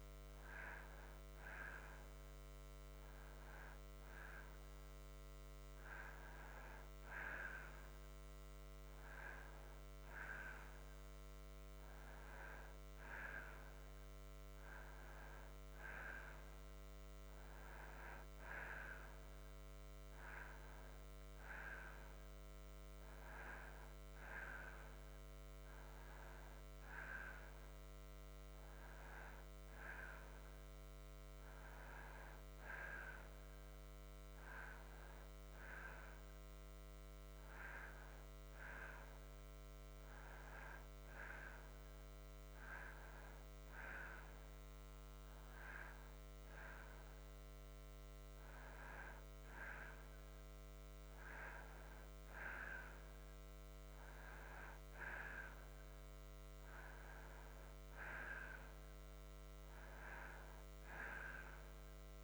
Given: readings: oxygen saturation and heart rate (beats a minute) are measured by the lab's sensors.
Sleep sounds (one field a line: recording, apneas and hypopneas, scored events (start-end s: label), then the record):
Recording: breathing in sleep by a microphone on the trachea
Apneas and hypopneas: none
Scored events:
none scored
From the record:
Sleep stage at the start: N2 (light sleep)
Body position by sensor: on the back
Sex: male